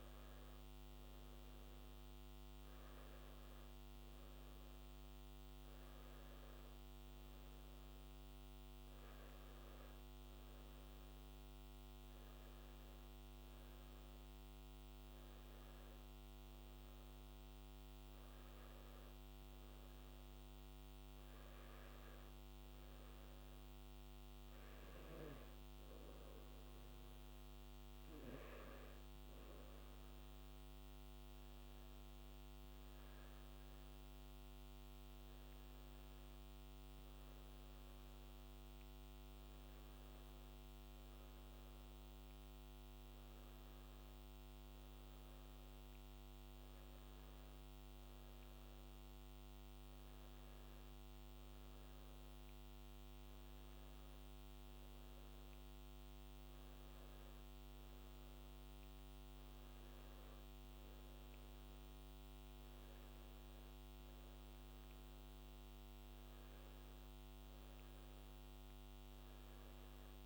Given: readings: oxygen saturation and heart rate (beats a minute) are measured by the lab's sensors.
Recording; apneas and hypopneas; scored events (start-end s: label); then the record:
breathing in sleep, hard to hear, by a microphone on the trachea; none
none scored
From the record:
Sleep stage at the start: N2 (light sleep); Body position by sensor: on the back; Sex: male